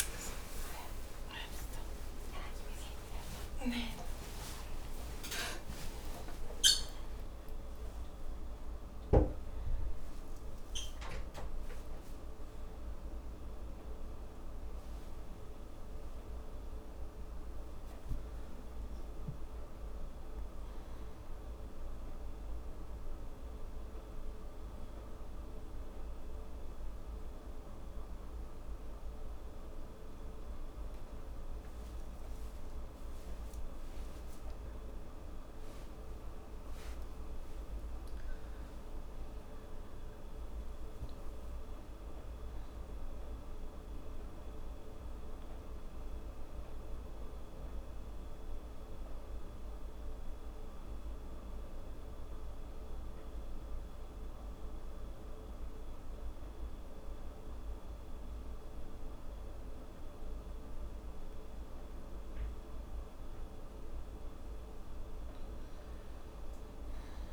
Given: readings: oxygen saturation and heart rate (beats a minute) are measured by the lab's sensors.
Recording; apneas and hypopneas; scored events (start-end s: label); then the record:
a person awake in a sleep study, hard to hear, by a room microphone; none
51.50-67.33 s: new sleep stage, N1 (lightest sleep)
From the record:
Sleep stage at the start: awake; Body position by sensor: on the back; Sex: female